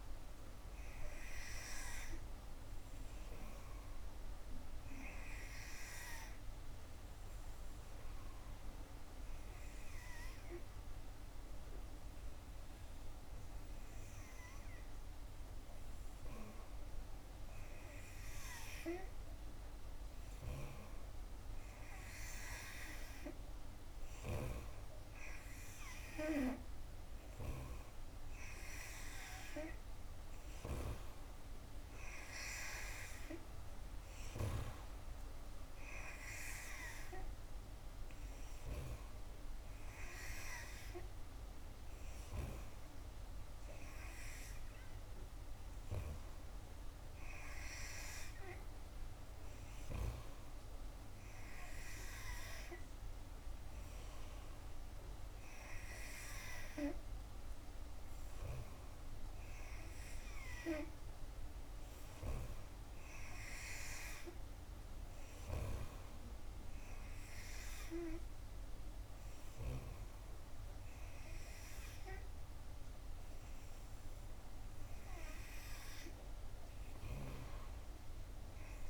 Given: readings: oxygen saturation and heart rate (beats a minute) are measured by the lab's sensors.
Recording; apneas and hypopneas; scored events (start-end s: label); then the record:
breathing in sleep by a room microphone; 1
6.50-18.00 s: obstructive apnea (oxygen 91% before, 88% lowest, heart rate 69 before, 66 extreme, up 4 after)
21.00-24.50 s: arousal
26.50-43.50 s: oxygen desaturation (device-marked, oxygen 92% before, 88% lowest, heart rate 67 before, 66 extreme)
30.50-35.00 s: snoring (device-marked)
65.50-70.00 s: snoring (device-marked)
77.00-78.90 s: snoring (device-marked)
From the record:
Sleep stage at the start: N3 (deep sleep); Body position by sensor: on the back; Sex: female